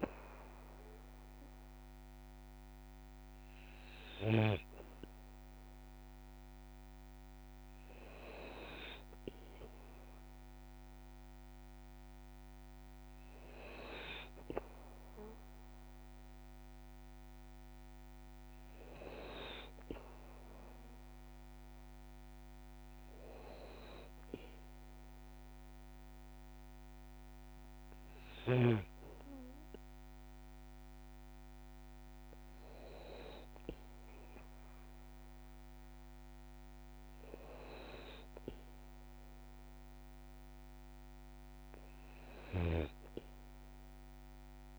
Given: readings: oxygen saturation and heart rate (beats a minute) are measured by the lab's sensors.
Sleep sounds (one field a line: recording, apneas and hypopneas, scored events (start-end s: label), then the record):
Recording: breathing in sleep by a microphone on the trachea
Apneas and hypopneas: none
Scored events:
none scored
From the record:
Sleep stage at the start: N2 (light sleep)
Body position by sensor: on the back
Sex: male